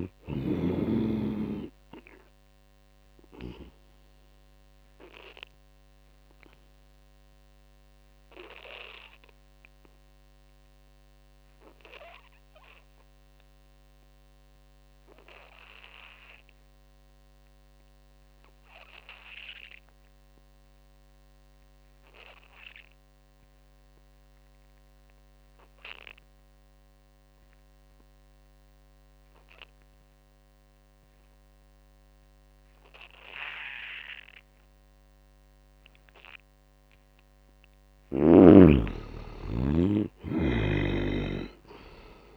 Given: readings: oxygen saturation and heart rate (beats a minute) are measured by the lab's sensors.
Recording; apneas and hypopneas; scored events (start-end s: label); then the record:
breathing in sleep by a microphone on the trachea; 1
0.00-12.50 s: oxygen desaturation (device-marked, oxygen 73% lowest, heart rate 57 extreme)
1.50-36.00 s: obstructive apnea (oxygen 98% before, 70% lowest, heart rate 71 before, 54 extreme, up 13 after)
25.50-42.37 s: oxygen desaturation (device-marked, oxygen 98% before, 70% lowest, heart rate 77 before, 54 extreme)
38.00-41.50 s: arousal
From the record:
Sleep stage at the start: N2 (light sleep); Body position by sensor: on the back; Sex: male